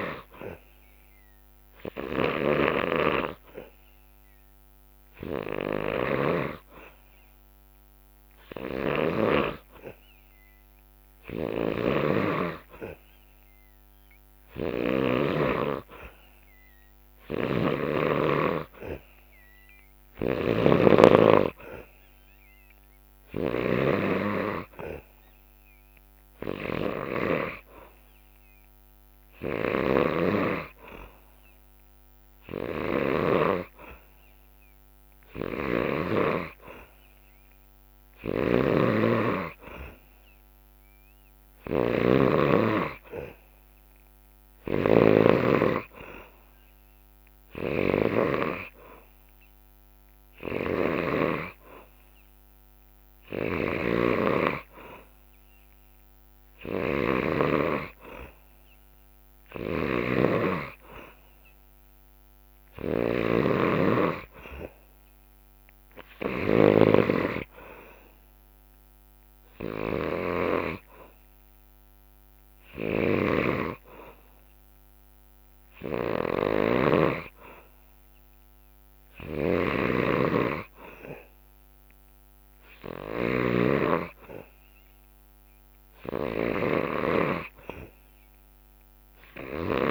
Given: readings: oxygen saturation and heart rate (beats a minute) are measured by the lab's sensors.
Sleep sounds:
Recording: breathing in sleep by a microphone on the trachea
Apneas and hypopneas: none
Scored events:
0.00-15.00 s: snoring (device-marked)
17.00-33.00 s: snoring (device-marked)
35.00-48.00 s: snoring (device-marked)
50.00-89.91 s: snoring (device-marked)
From the record:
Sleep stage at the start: N2 (light sleep)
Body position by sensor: on the back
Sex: male

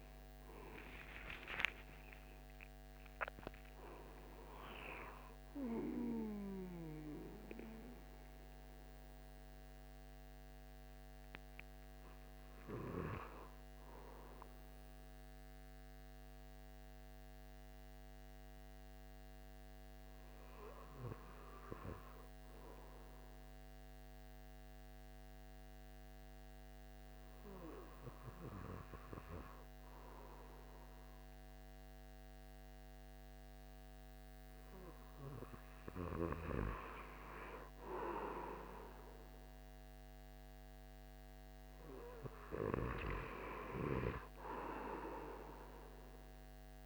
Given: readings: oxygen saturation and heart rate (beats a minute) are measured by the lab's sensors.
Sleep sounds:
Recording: breathing in sleep by a microphone on the trachea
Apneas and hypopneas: 1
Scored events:
0.00-6.50 s: oxygen desaturation (device-marked, oxygen 93% lowest, heart rate 69 extreme)
13.50-35.50 s: hypopnea (oxygen 96% before, 94% lowest, heart rate 85 before, 70 extreme, up 5 after)
From the record:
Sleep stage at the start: N2 (light sleep)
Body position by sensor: on the back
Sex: male

